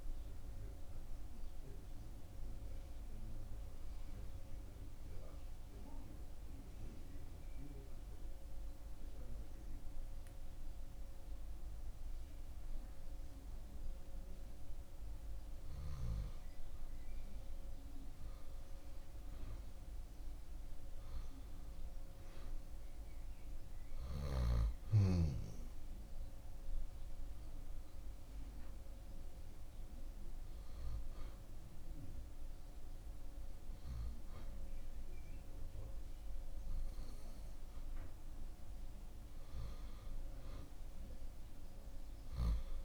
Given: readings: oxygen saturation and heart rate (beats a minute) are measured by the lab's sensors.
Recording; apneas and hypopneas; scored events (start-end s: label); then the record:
breathing in sleep, hard to hear, by a room microphone; 2
0.00-7.00 s: oxygen desaturation (device-marked, oxygen 92% lowest, heart rate 64 extreme)
6.50-17.00 s: obstructive apnea (oxygen 97% before, 91% lowest, heart rate 74 before, 66 extreme)
20.00-23.00 s: arousal
27.00-40.00 s: oxygen desaturation (device-marked, oxygen 95% before, 91% lowest, heart rate 81 before, 81 extreme)
27.50-38.00 s: hypopnea (oxygen 96% before, 90% lowest, heart rate 81 before, 81 extreme, up 7 after)
40.50-42.85 s: arousal
From the record:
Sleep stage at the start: N2 (light sleep); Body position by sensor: on the back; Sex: male